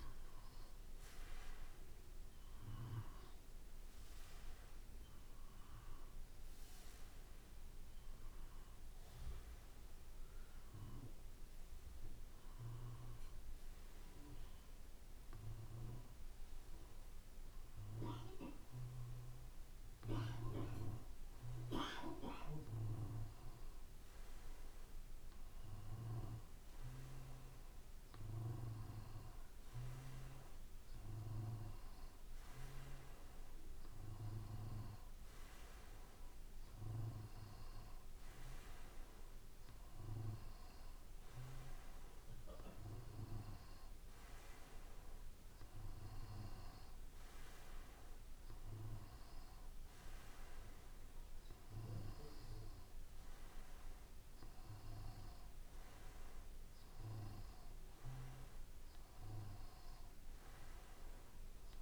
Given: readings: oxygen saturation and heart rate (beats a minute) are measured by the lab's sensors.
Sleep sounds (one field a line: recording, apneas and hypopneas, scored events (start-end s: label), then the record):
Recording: breathing in sleep by a room microphone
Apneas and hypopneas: none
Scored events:
none scored
From the record:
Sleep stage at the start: N2 (light sleep)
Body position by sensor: on the back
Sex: male